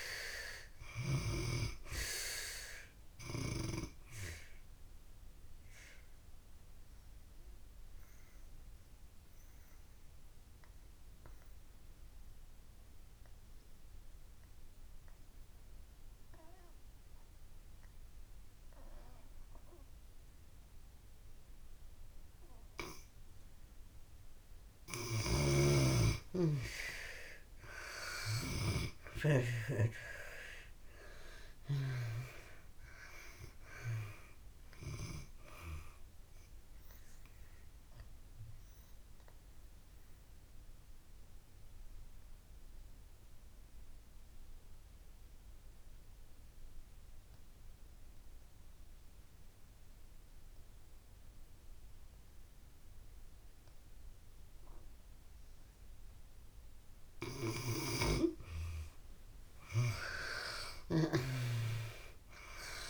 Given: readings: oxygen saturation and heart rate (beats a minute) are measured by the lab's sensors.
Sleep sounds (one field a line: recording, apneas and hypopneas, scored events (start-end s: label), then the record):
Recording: breathing in sleep by a room microphone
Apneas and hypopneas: 2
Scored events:
0.00-22.50 s: oxygen desaturation (device-marked, oxygen 76% lowest)
4.00-23.50 s: obstructive apnea (oxygen 96% before, 74% lowest)
27.50-30.50 s: arousal
28.50-55.50 s: oxygen desaturation (device-marked, oxygen 95% before, 74% lowest)
36.50-56.50 s: obstructive apnea (oxygen 95% before, 74% lowest)
57.50-62.90 s: oxygen desaturation (device-marked, oxygen 97% before, 75% lowest)
58.50-61.50 s: arousal
From the record:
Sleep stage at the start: N2 (light sleep)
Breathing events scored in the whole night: 360 in 4.1 hours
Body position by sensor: on the back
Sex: female